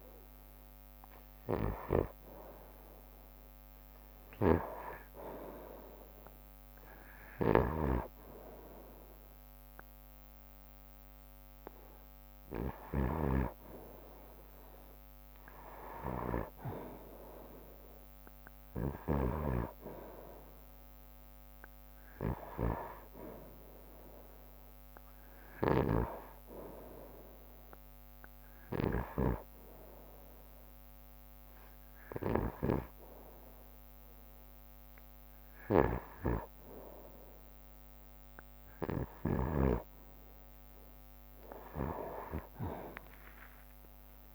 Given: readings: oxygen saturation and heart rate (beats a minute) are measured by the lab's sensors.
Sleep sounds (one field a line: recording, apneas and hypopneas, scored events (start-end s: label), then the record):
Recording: breathing in sleep by a microphone on the trachea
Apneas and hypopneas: 1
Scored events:
0.00-3.50 s: drop in pulse transit time (device-marked, heart rate 58 extreme)
0.00-7.50 s: bradycardia (device-marked, heart rate 58 extreme)
13.50-18.50 s: oxygen desaturation (device-marked, oxygen 97% before, 93% lowest, heart rate 61 before, 60 extreme)
22.50-31.50 s: drop in pulse transit time (device-marked, heart rate 61 before, 61 extreme)
27.50-38.00 s: hypopnea (oxygen 97% before, 92% lowest, heart rate 62 before, 57 extreme, up 4 after)
43.00-44.35 s: arousal
From the record:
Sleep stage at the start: N2 (light sleep)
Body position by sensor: on the right side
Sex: male